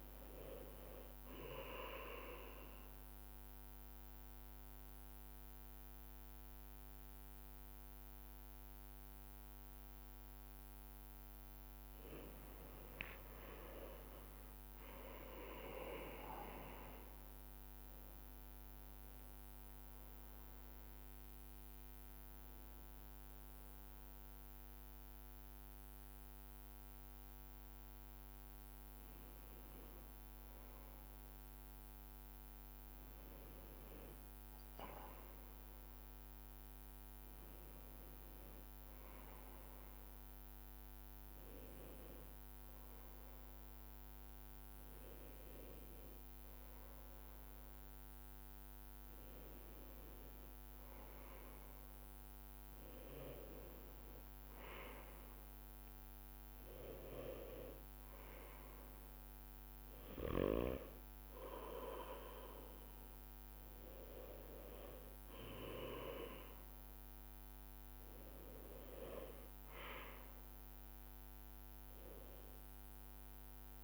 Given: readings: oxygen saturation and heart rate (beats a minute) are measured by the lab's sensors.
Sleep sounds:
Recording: breathing in sleep by a microphone on the trachea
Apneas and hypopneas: 1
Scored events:
0.00-3.00 s: bradycardia (device-marked)
2.50-12.50 s: central apnea (oxygen 98% before, 95% lowest)
9.00-15.00 s: bradycardia (device-marked)
15.00-19.50 s: arousal
26.00-39.00 s: bradycardia (device-marked)
49.00-51.00 s: bradycardia (device-marked)
From the record:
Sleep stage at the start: N1 (lightest sleep)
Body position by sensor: on the back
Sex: male

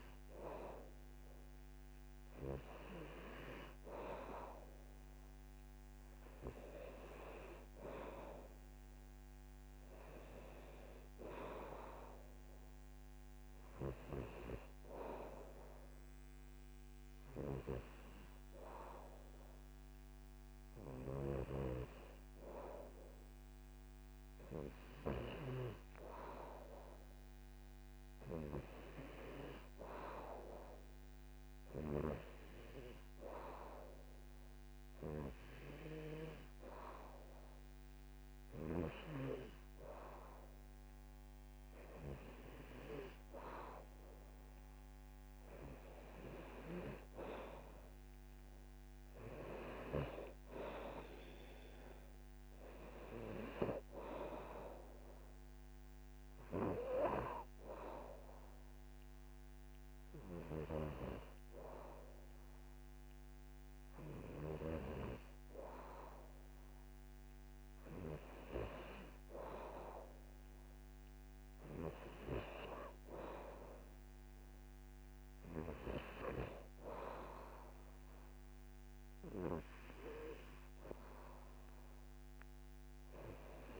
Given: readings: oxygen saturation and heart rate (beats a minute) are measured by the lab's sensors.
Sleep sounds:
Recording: breathing in sleep by a microphone on the trachea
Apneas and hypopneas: none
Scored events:
none scored
From the record:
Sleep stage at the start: N2 (light sleep)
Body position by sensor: on the back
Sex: male

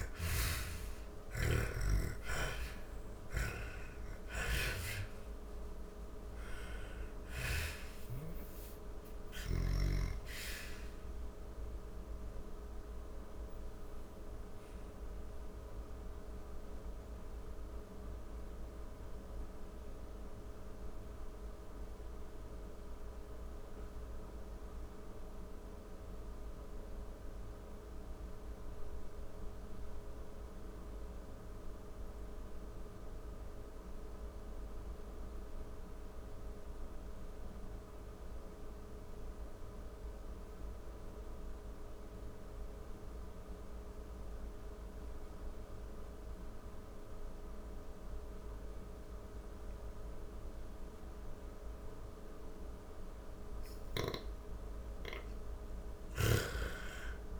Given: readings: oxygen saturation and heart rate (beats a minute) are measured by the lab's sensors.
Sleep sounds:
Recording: breathing in sleep by a room microphone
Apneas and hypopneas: 1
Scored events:
0.00-3.00 s: arousal
0.00-27.50 s: oxygen desaturation (device-marked, oxygen 72% lowest)
13.00-52.00 s: obstructive apnea (oxygen 95% before, 72% lowest)
41.50-57.40 s: oxygen desaturation (device-marked, oxygen 99% before, 72% lowest)
55.00-57.40 s: arousal
From the record:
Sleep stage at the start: N2 (light sleep)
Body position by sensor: on the back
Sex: female

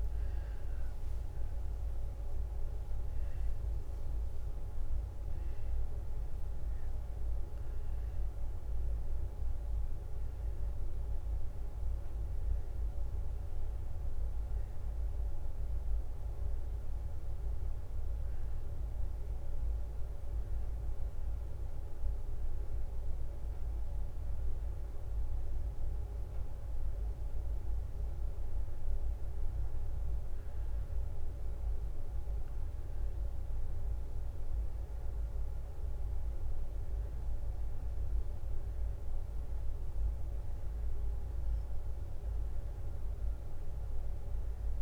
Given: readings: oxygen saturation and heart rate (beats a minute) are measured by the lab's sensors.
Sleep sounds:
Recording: a person awake in a sleep study, hard to hear, by a room microphone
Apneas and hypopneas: none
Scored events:
0.00-5.00 s: leg movement (device-marked)
0.00-6.00 s: drop in pulse transit time (device-marked, heart rate 66 extreme)
16.50-19.00 s: leg movement (device-marked)
31.00-41.00 s: leg movement (device-marked)
42.00-43.50 s: leg movement (device-marked)
From the record:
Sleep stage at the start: awake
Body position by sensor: on the back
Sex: female

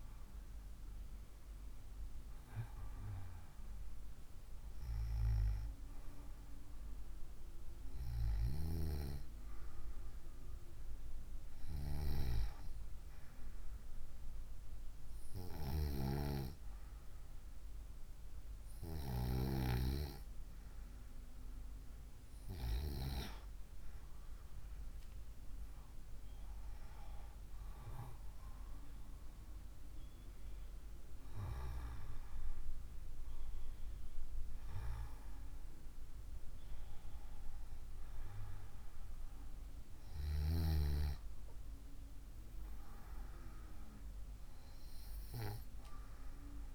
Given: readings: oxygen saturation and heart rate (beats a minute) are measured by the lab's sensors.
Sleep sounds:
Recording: breathing in sleep by a room microphone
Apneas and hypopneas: none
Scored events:
none scored
From the record:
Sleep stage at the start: N2 (light sleep)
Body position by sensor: on the right side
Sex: female

